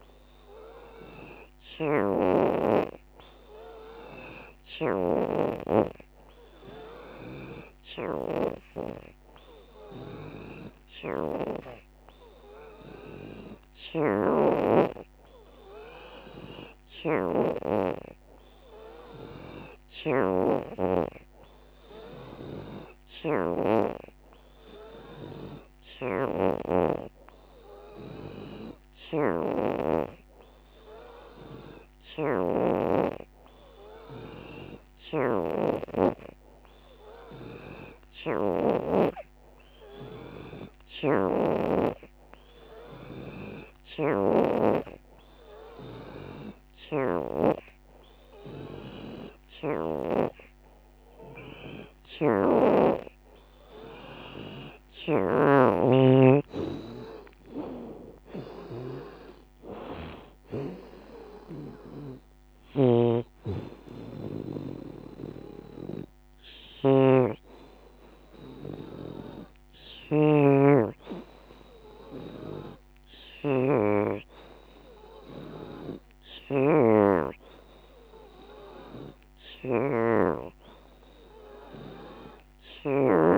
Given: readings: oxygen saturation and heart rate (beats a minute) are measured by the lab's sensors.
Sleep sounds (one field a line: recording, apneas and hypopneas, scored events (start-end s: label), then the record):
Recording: breathing in sleep by a microphone on the trachea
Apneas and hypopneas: none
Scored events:
0.00-2.50 s: drop in pulse transit time (device-marked, heart rate 89 extreme)
8.50-20.50 s: oxygen desaturation (device-marked, oxygen 78% before, 73% lowest, heart rate 91 before, 85 extreme)
56.50-67.50 s: drop in pulse transit time (device-marked, heart rate 92 before, 91 extreme)
From the record:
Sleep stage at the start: N3 (deep sleep)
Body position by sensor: on the back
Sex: female